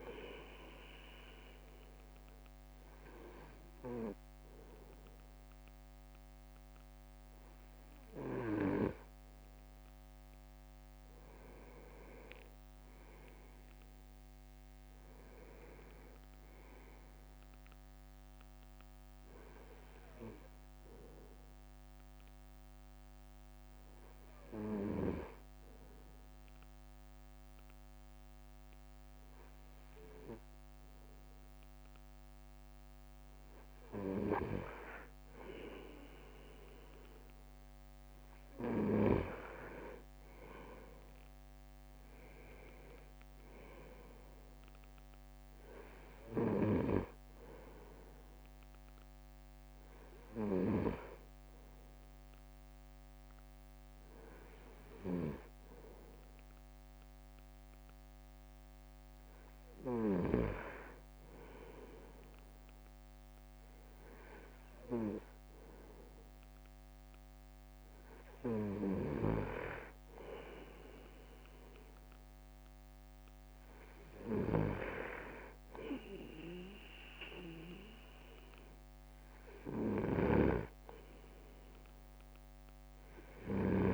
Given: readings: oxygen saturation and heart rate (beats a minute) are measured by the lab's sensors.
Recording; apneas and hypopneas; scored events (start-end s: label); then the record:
breathing in sleep by a microphone on the trachea; 2
1.50-11.50 s: obstructive apnea (oxygen 98% before, 96% lowest, heart rate 57 before, 53 extreme, up 8 after)
10.50-12.00 s: leg movement (device-marked)
11.50-24.50 s: drop in pulse transit time (device-marked, heart rate 56 before, 53 extreme)
13.00-14.50 s: leg movement (device-marked)
13.00-17.00 s: arousal
21.50-34.00 s: hypopnea (oxygen 97% before, 96% lowest, heart rate 58 before, 54 extreme, up 4 after)
40.00-43.50 s: arousal
40.50-42.50 s: leg movement (device-marked)
40.50-53.50 s: drop in pulse transit time (device-marked, heart rate 55 before, 54 extreme)
74.50-83.94 s: snoring (device-marked)
From the record:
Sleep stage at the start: N2 (light sleep); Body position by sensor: on the right side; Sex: male